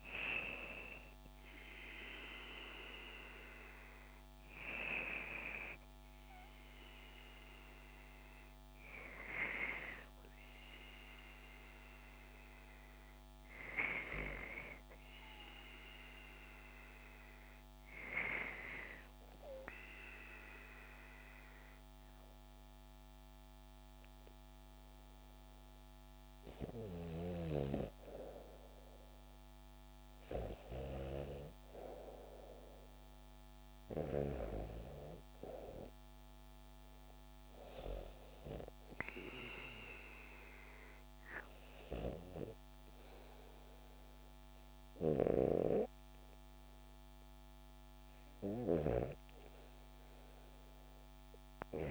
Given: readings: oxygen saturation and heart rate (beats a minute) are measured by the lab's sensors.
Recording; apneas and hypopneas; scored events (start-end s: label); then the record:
breathing in sleep by a microphone on the trachea; 1
19.00-29.00 s: obstructive apnea (oxygen 98% before, 94% lowest, heart rate 72 before, 68 extreme, up 3 after)
31.50-35.50 s: arousal
From the record:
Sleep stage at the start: REM sleep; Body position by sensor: on the back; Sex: female